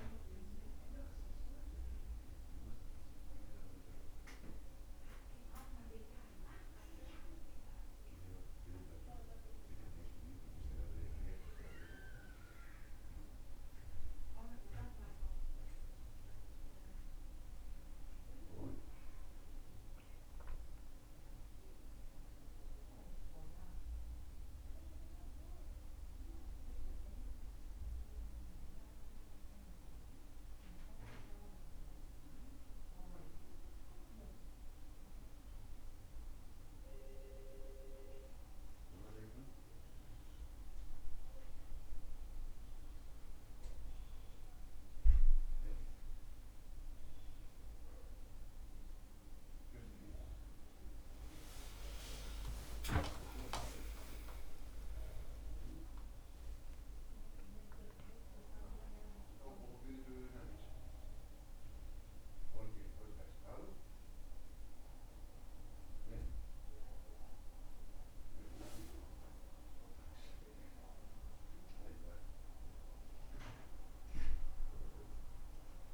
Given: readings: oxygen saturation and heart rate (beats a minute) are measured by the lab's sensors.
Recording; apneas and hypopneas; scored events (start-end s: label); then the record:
breathing in sleep by a room microphone; none
51.00-56.00 s: arousal
From the record:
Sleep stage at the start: N1 (lightest sleep); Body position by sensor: on the back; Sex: male